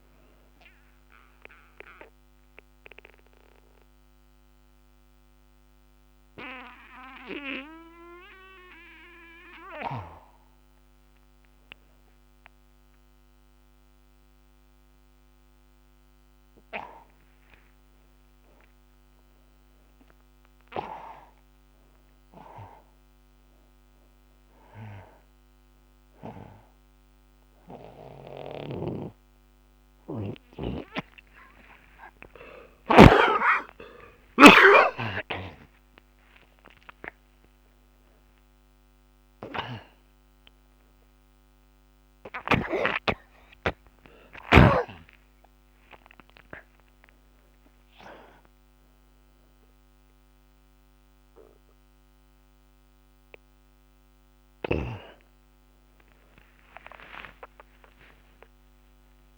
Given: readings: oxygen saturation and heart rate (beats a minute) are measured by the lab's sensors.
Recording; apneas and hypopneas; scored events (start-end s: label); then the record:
a person awake in a sleep study, by a microphone on the trachea; none
2.50-15.50 s: oxygen desaturation (device-marked, oxygen 97% before, 88% lowest)
27.50-59.38 s: new sleep stage, awake
28.50-40.50 s: oxygen desaturation (device-marked, oxygen 95% before, 89% lowest)
29.00-33.50 s: snoring (device-marked)
From the record:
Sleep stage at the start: N2 (light sleep); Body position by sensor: on the back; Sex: male